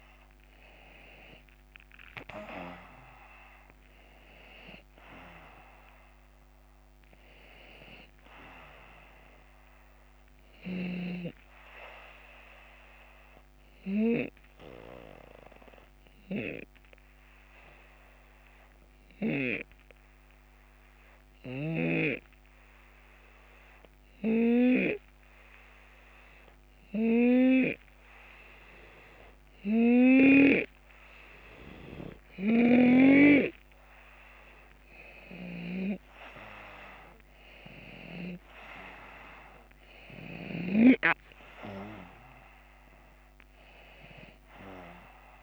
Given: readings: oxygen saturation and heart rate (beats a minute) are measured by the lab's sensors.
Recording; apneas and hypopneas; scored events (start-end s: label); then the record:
breathing in sleep by a microphone on the trachea; 1
0.50-12.50 s: drop in pulse transit time (device-marked, heart rate 77 before, 78 extreme)
15.00-28.50 s: hypopnea (oxygen 93% before, 89% lowest, heart rate 80 before, 71 extreme, up 5 after)
33.50-39.00 s: arousal
34.50-45.43 s: oxygen desaturation (device-marked, oxygen 94% before, 89% lowest, heart rate 73 before, 69 extreme)
35.00-40.50 s: snoring (device-marked)
41.50-45.43 s: drop in pulse transit time (device-marked, heart rate 74 before, 74 extreme)
From the record:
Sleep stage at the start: N2 (light sleep); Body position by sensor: on the left side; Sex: male